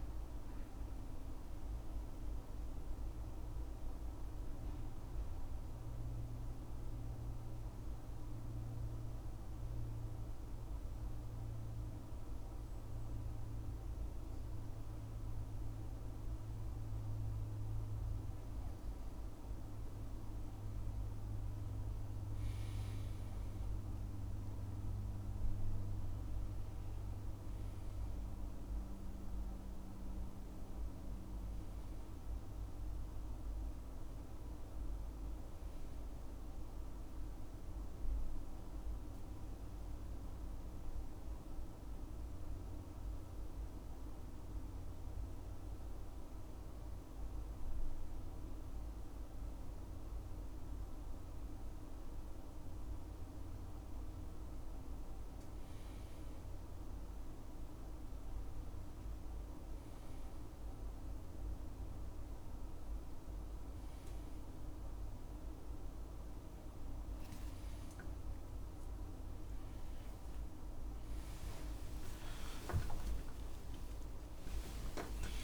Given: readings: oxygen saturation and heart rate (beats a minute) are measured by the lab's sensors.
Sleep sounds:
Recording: breathing in sleep, hard to hear, by a room microphone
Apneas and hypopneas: 2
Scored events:
3.00-18.50 s: obstructive apnea (oxygen 97% before, 93% lowest, heart rate 73 before, 70 extreme, up 9 after)
21.00-24.00 s: arousal
22.50-51.50 s: oxygen desaturation (device-marked, oxygen 97% before, 93% lowest, heart rate 73 before, 73 extreme)
40.50-53.00 s: obstructive apnea (oxygen 97% before, 93% lowest, heart rate 78 before, 73 extreme, up 7 after)
63.50-75.44 s: oxygen desaturation (device-marked, oxygen 98% before, 93% lowest, heart rate 76 before, 83 extreme)
67.50-73.00 s: snoring (device-marked)
71.50-75.44 s: tachycardia (device-marked, heart rate 76 before, 124 extreme)
72.00-74.00 s: long interval between heartbeats (device-marked, heart rate 79 before, 95 extreme)
From the record:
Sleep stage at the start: N2 (light sleep)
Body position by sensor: on the right side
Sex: male

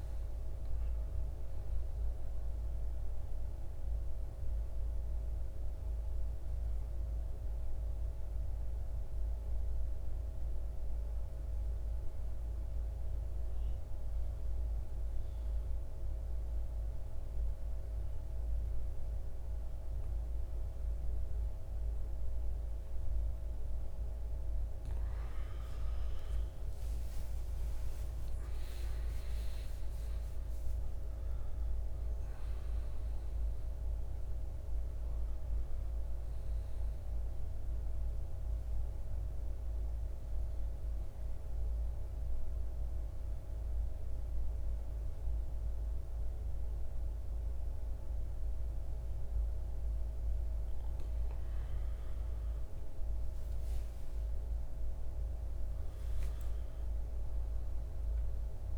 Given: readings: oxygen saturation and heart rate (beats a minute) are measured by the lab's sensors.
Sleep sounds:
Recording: breathing in sleep, hard to hear, by a room microphone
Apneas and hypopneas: 2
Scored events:
0.00-21.50 s: oxygen desaturation (device-marked, oxygen 90% lowest, heart rate 48 extreme)
1.50-25.00 s: mixed apnea (oxygen 98% before, 89% lowest, heart rate 55 before, 48 extreme, up 17 after)
27.00-31.50 s: arousal
33.50-51.50 s: oxygen desaturation (device-marked, oxygen 98% before, 89% lowest, heart rate 55 before, 49 extreme)
38.00-50.50 s: central apnea (oxygen 98% before, 83% lowest, heart rate 58 before, 49 extreme, up 10 after)
53.00-57.50 s: arousal
From the record:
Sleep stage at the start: N2 (light sleep)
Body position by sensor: on the back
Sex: male

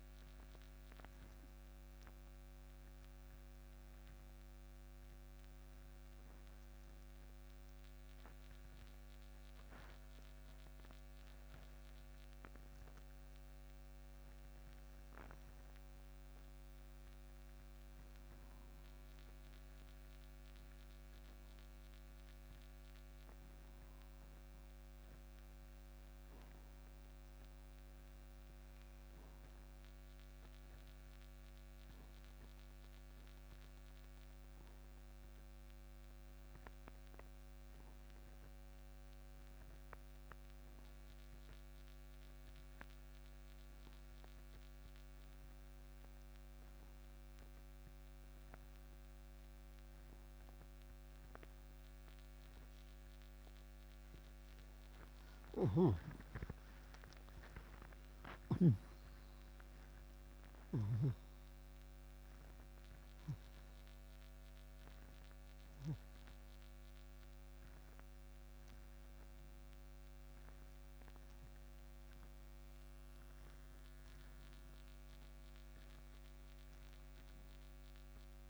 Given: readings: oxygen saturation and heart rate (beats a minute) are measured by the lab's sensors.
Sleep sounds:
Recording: breathing in sleep, hard to hear, by a microphone on the trachea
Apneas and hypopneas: 2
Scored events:
0.00-25.50 s: oxygen desaturation (device-marked, oxygen 85% lowest)
1.00-13.00 s: hypopnea (oxygen 98% before, 85% lowest)
16.00-20.50 s: arousal
31.00-54.00 s: obstructive apnea (oxygen 98% before, 80% lowest)
45.50-78.49 s: oxygen desaturation (device-marked, oxygen 96% before, 80% lowest)
55.50-59.00 s: snoring (device-marked)
58.00-62.50 s: arousal
From the record:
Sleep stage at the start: N2 (light sleep)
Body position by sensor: on the right side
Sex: male

